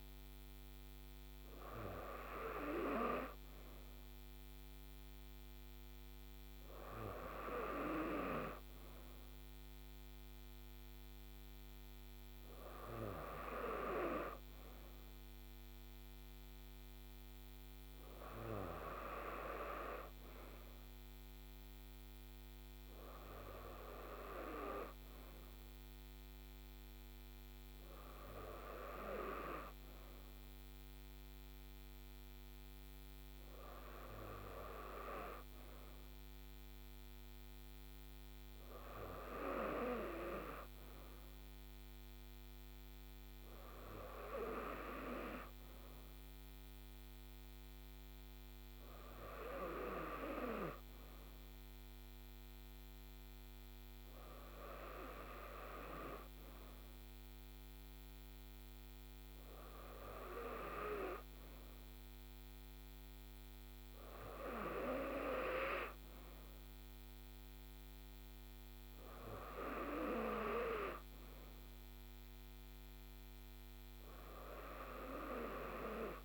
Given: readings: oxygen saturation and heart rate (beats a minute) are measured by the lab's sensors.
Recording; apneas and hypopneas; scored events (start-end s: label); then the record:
breathing in sleep by a microphone on the trachea; none
none scored
From the record:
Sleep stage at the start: N2 (light sleep); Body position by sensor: on the right side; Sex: female